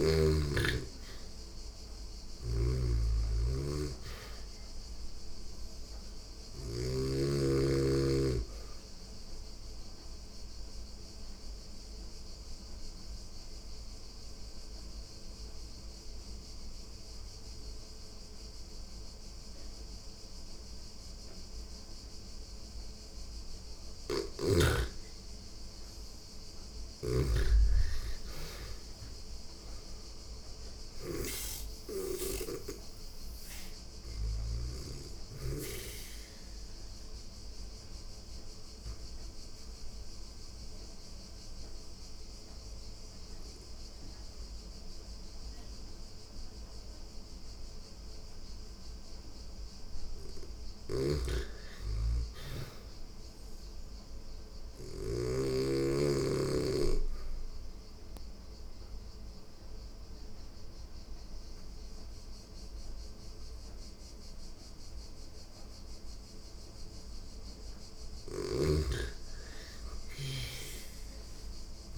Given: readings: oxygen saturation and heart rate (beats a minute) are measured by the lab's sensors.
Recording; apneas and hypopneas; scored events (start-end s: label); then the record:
breathing in sleep by a room microphone; 3
0.00-6.00 s: snoring (device-marked)
6.00-21.00 s: oxygen desaturation (device-marked, oxygen 99% before, 92% lowest, heart rate 85 before, 85 extreme)
9.00-24.00 s: obstructive apnea (oxygen 99% before, 87% lowest, heart rate 85 before, 86 extreme, up 5 after)
25.50-30.00 s: arousal
26.00-33.50 s: snoring (device-marked)
26.00-48.00 s: oxygen desaturation (device-marked, oxygen 96% before, 87% lowest, heart rate 86 before, 85 extreme)
36.50-49.00 s: obstructive apnea (oxygen 96% before, 87% lowest, heart rate 89 before, 85 extreme, up 0 after)
50.00-54.50 s: snoring (device-marked)
50.50-53.00 s: arousal
56.50-66.50 s: obstructive apnea (oxygen 99% before, 88% lowest, heart rate 88 before, 85 extreme, up 4 after)
60.00-68.00 s: oxygen desaturation (device-marked, oxygen 99% before, 91% lowest, heart rate 87 before, 85 extreme)
67.50-71.50 s: snoring (device-marked)
69.00-71.98 s: arousal
From the record:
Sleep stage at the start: N2 (light sleep); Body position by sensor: on the back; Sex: female